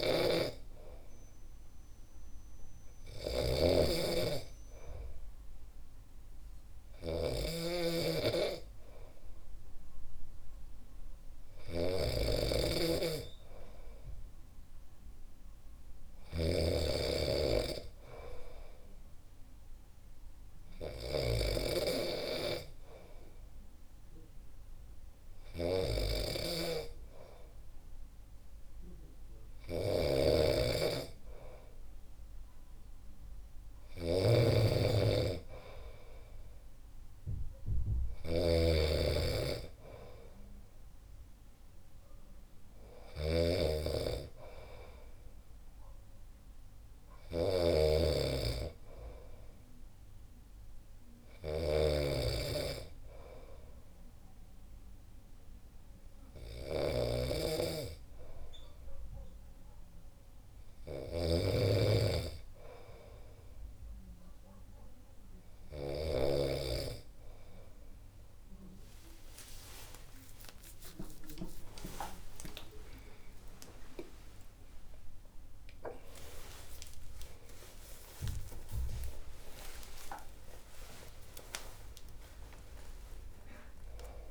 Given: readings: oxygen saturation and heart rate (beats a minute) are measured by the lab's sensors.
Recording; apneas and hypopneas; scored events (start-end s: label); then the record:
breathing in sleep by a room microphone; 1
0.00-66.50 s: snoring (device-marked)
51.00-63.50 s: hypopnea (oxygen 95% before, 92% lowest, heart rate 64 before, 63 extreme, up 25 after)
69.00-75.50 s: arousal
77.50-82.50 s: oxygen desaturation (device-marked, oxygen 96% before, 92% lowest, heart rate 77 before, 63 extreme)
From the record:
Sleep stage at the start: N2 (light sleep); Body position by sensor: on the back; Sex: male